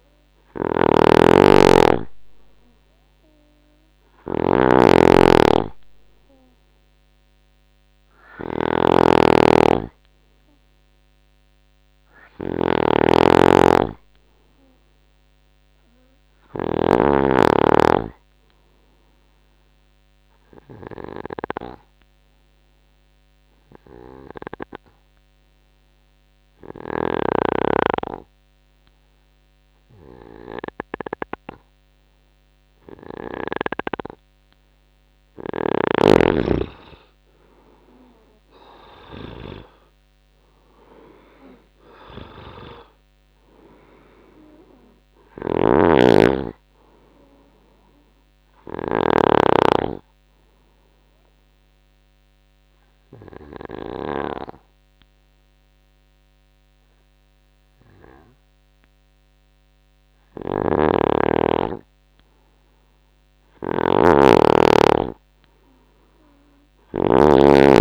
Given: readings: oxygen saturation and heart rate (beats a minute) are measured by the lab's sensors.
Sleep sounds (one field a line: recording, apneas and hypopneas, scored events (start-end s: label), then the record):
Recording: breathing in sleep by a microphone on the trachea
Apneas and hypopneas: 2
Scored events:
0.00-10.50 s: oxygen desaturation (device-marked, oxygen 91% lowest, heart rate 72 extreme)
0.00-17.00 s: snoring (device-marked)
20.50-35.50 s: obstructive apnea (oxygen 97% before, 90% lowest, heart rate 80 before, 72 extreme, up 11 after)
37.50-42.00 s: arousal
37.50-56.50 s: oxygen desaturation (device-marked, oxygen 96% before, 90% lowest, heart rate 76 before, 72 extreme)
45.00-49.00 s: snoring (device-marked)
50.00-61.00 s: obstructive apnea (oxygen 97% before, 90% lowest, heart rate 83 before, 72 extreme, up 2 after)
60.50-67.81 s: snoring (device-marked)
63.00-67.50 s: arousal
From the record:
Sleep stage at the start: N2 (light sleep)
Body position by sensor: on the right side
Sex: male